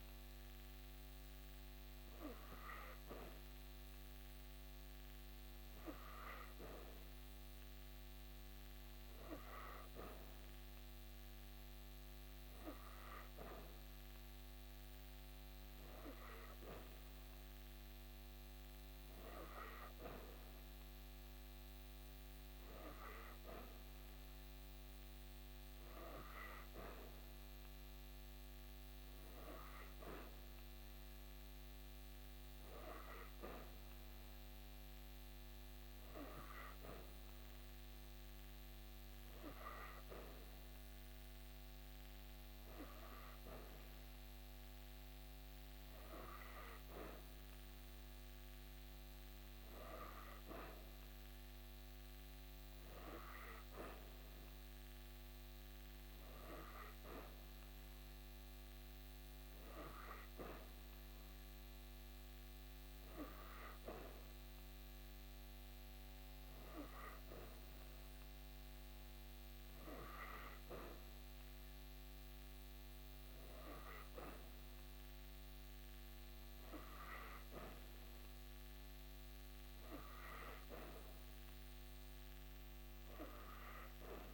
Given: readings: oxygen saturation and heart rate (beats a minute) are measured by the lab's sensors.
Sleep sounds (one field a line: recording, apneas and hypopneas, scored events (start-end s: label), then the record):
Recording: breathing in sleep by a microphone on the trachea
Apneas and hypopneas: none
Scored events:
none scored
From the record:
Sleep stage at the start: N3 (deep sleep)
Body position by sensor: on the back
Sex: female